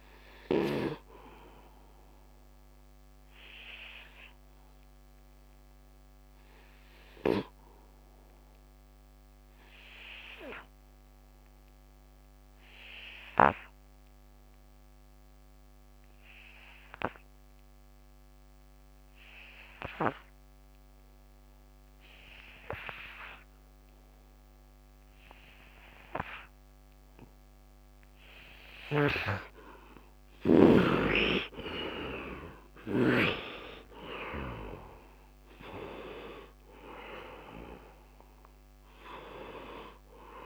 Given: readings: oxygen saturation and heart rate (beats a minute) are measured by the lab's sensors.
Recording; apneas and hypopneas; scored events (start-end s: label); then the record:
breathing in sleep by a microphone on the trachea; 1
0.00-11.00 s: oxygen desaturation (device-marked, oxygen 71% lowest, heart rate 74 extreme)
0.50-28.00 s: obstructive apnea (oxygen 100% before, 71% lowest, heart rate 83 before, 73 extreme, up 10 after)
24.00-40.46 s: oxygen desaturation (device-marked, oxygen 99% before, 73% lowest, heart rate 77 before, 72 extreme)
28.50-33.00 s: snoring (device-marked)
29.00-34.00 s: arousal
From the record:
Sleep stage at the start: N2 (light sleep); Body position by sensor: on the right side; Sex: male